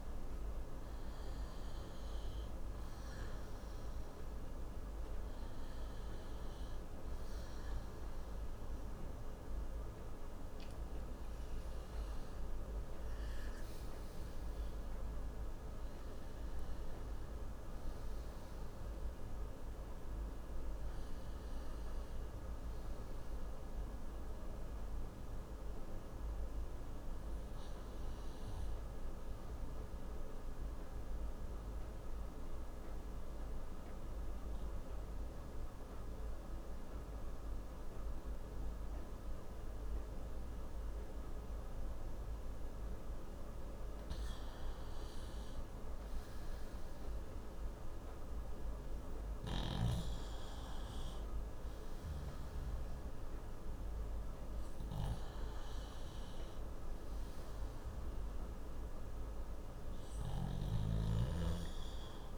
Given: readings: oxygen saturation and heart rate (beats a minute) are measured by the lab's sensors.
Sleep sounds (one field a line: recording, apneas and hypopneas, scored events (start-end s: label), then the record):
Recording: breathing in sleep, hard to hear, by a room microphone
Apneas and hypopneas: 1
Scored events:
0.00-1.50 s: arousal
0.50-24.50 s: oxygen desaturation (device-marked, oxygen 98% before, 92% lowest)
30.50-43.00 s: obstructive apnea (oxygen 96% before, 92% lowest)
46.50-51.00 s: arousal
54.50-62.38 s: oxygen desaturation (device-marked, oxygen 96% before, 92% lowest)
From the record:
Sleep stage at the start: N2 (light sleep)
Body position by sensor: on the left side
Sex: male